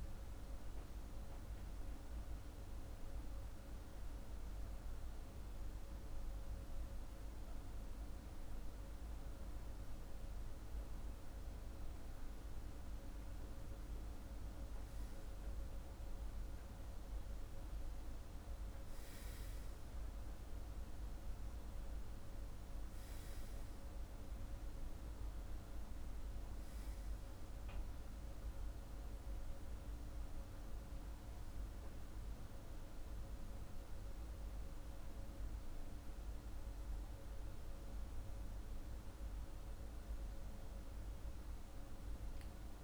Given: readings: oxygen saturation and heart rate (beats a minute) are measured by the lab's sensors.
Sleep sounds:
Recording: a person partly awake in a sleep study, hard to hear, by a room microphone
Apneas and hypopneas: none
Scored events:
6.50-36.50 s: new sleep stage, N1 (lightest sleep)
20.50-35.50 s: oxygen desaturation (device-marked, oxygen 98% before, 94% lowest, heart rate 48 before, 44 extreme)
36.50-42.84 s: new sleep stage, N2 (light sleep)
From the record:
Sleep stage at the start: awake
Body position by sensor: on the back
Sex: male

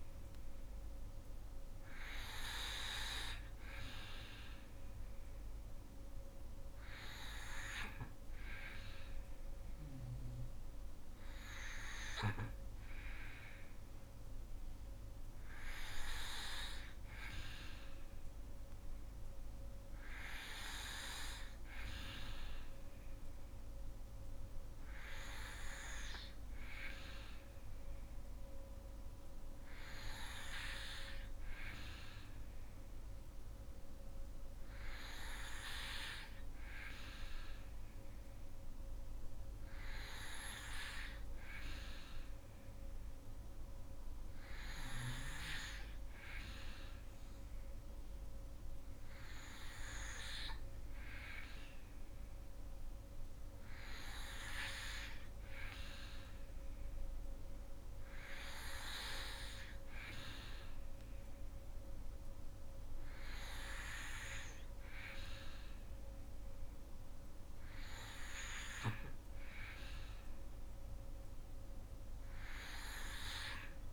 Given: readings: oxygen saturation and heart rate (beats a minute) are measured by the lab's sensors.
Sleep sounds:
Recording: breathing in sleep by a room microphone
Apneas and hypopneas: none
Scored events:
none scored
From the record:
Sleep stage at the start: N2 (light sleep)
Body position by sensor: on the back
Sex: female

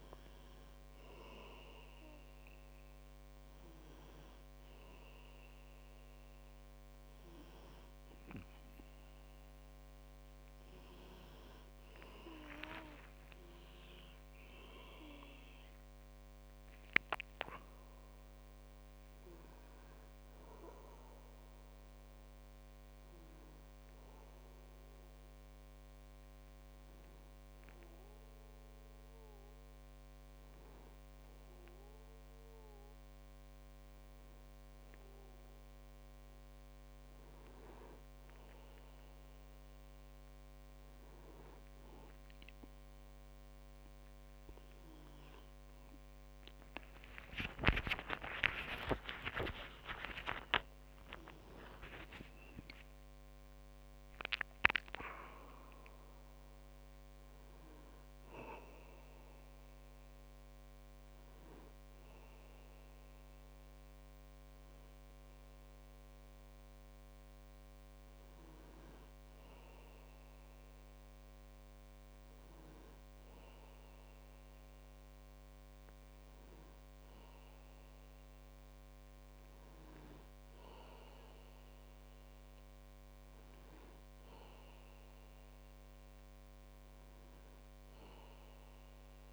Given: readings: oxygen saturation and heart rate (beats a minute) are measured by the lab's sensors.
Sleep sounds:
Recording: breathing in sleep by a microphone on the trachea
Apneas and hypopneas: 1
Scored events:
1.00-89.33 s: new sleep stage, N1 (lightest sleep)
12.00-18.00 s: arousal
24.50-38.00 s: hypopnea (oxygen 98% before, 97% lowest, heart rate 61 before, 45 extreme, up 11 after)
46.00-51.00 s: arousal
46.00-52.00 s: tachycardia (device-marked, heart rate 59 before, 123 extreme)
From the record:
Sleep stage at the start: N2 (light sleep)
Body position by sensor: on the back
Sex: male

